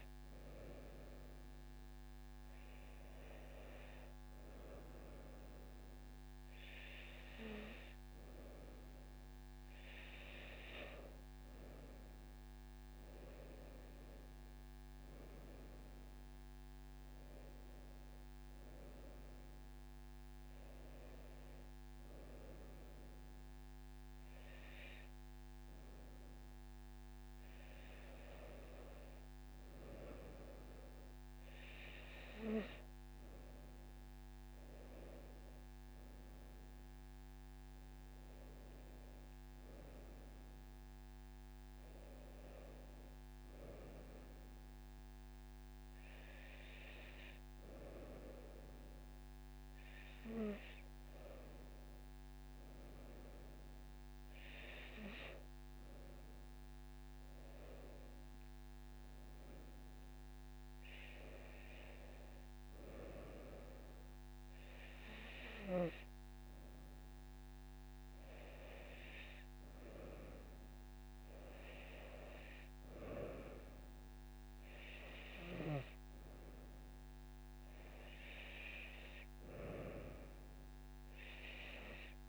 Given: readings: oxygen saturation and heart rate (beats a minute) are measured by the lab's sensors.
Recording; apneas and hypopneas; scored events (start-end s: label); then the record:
breathing in sleep by a microphone on the trachea; none
none scored
From the record:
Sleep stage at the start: N2 (light sleep); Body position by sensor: on the right side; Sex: female